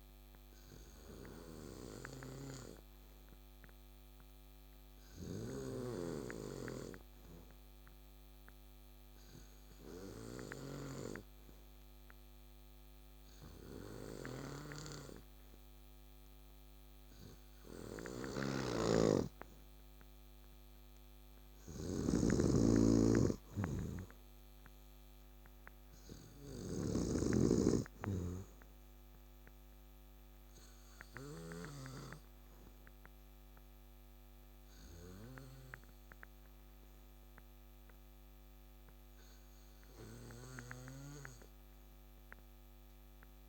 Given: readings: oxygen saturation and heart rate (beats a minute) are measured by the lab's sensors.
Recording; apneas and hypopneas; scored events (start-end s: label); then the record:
breathing in sleep by a microphone on the trachea; none
0.00-17.00 s: oxygen desaturation (device-marked, oxygen 90% lowest, heart rate 68 extreme)
18.00-27.00 s: snoring (device-marked)
31.00-43.48 s: oxygen desaturation (device-marked, oxygen 91% before, 88% lowest, heart rate 72 before, 67 extreme)
From the record:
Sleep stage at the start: N3 (deep sleep); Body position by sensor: on the back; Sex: male